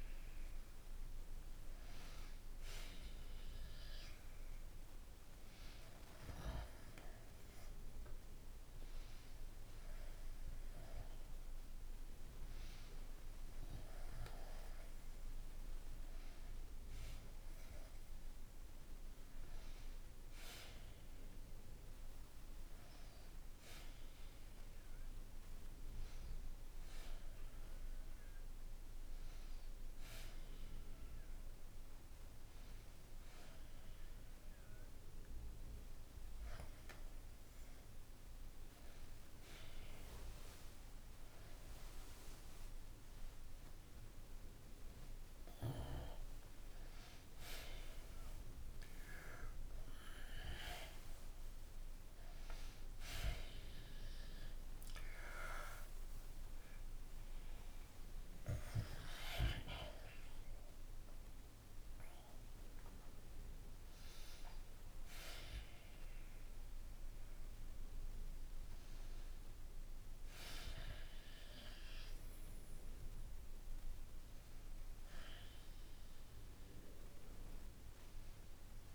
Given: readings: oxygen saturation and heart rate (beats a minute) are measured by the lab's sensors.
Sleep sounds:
a person awake in a sleep study, by a room microphone; none
none scored
From the record:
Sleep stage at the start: awake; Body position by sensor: on the back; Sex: male

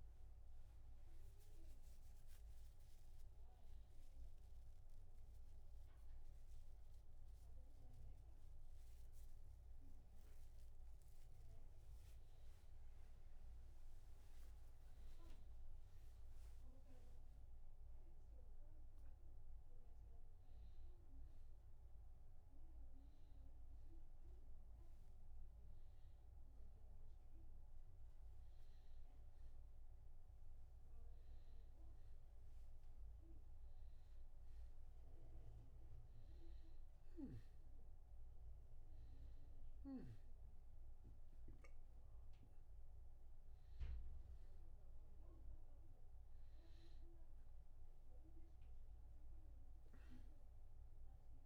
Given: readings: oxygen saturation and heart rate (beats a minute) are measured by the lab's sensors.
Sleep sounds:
a person awake in a sleep study, hard to hear, by a room microphone; none
none scored
From the record:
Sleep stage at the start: awake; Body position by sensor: on the back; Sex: male

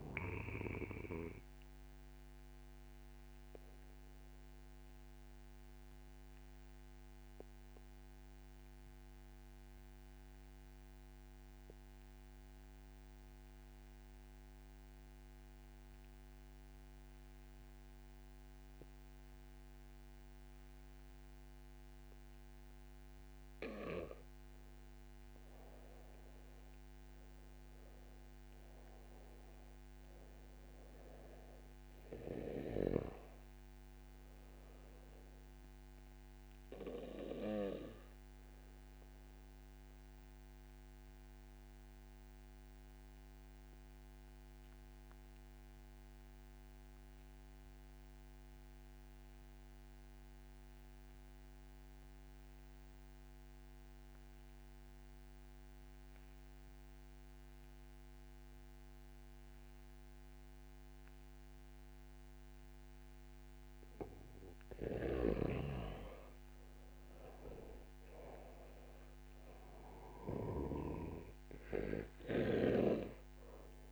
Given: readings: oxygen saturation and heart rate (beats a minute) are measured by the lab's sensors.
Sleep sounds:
breathing in sleep by a microphone on the trachea; 2
0.00-19.00 s: oxygen desaturation (device-marked, oxygen 87% lowest, heart rate 45 extreme)
2.00-24.00 s: obstructive apnea (oxygen 97% before, 87% lowest, heart rate 62 before, 45 extreme)
26.00-28.50 s: arousal
28.00-49.00 s: oxygen desaturation (device-marked, oxygen 97% before, 90% lowest, heart rate 65 before, 44 extreme)
37.50-63.00 s: obstructive apnea (oxygen 97% before, 88% lowest, heart rate 58 before, 44 extreme)
64.00-73.92 s: oxygen desaturation (device-marked, oxygen 97% before, 88% lowest, heart rate 65 before, 34 extreme)
65.00-71.00 s: snoring (device-marked)
67.00-71.00 s: arousal
From the record:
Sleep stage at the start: N2 (light sleep); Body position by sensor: on the back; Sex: male

